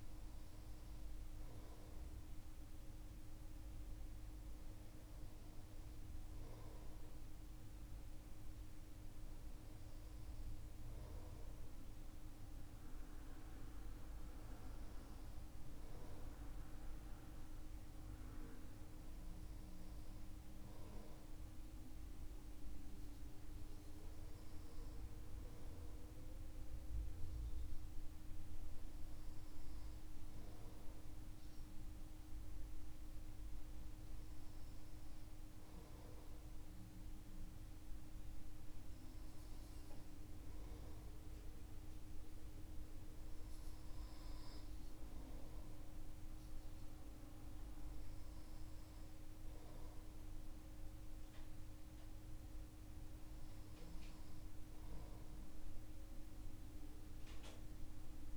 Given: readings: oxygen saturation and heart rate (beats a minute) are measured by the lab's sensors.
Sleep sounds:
breathing in sleep, hard to hear, by a room microphone; none
none scored
From the record:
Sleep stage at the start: N2 (light sleep); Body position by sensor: on the right side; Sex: male

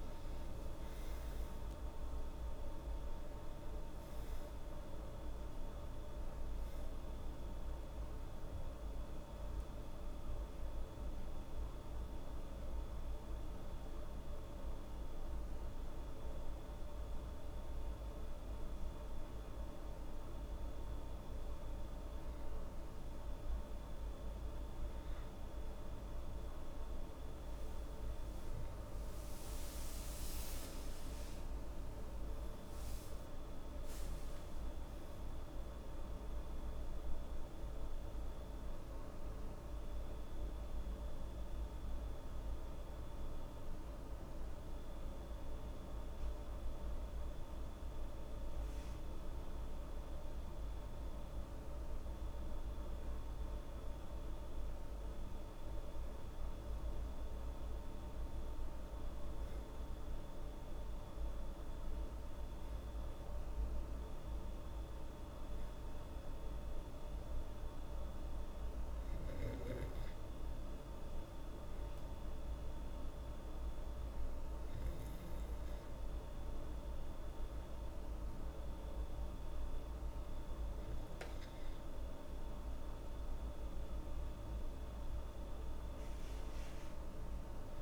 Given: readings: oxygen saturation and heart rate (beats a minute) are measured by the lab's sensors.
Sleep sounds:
a person partly awake in a sleep study, hard to hear, by a room microphone; none
3.50-15.50 s: oxygen desaturation (device-marked, oxygen 98% before, 92% lowest, heart rate 99 before, 71 extreme)
12.50-42.50 s: new sleep stage, N1 (lightest sleep)
42.50-87.82 s: new sleep stage, N2 (light sleep)
From the record:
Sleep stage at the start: awake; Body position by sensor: on the back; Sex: female

